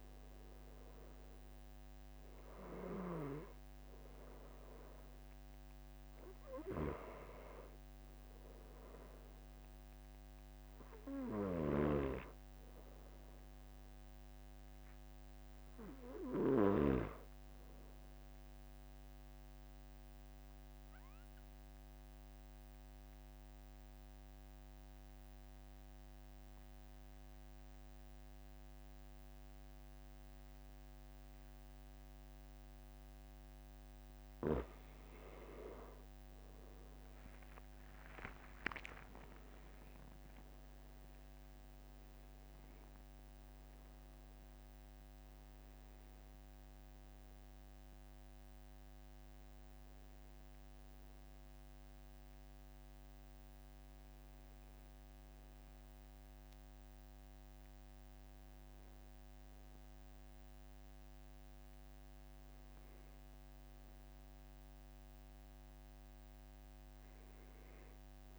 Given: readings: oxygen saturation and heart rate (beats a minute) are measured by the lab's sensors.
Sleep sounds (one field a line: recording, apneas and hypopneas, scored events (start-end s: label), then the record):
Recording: breathing in sleep by a microphone on the trachea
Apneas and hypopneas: 1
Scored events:
12.00-42.00 s: new sleep stage, N2 (light sleep)
20.00-34.00 s: obstructive apnea (oxygen 96% before, 92% lowest, heart rate 47 before, 45 extreme, up 5 after)
36.50-41.50 s: arousal
39.00-56.00 s: oxygen desaturation (device-marked, oxygen 96% before, 93% lowest, heart rate 46 before, 44 extreme)
42.00-68.39 s: new sleep stage, N1 (lightest sleep)
From the record:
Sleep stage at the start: N1 (lightest sleep)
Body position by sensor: on the back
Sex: male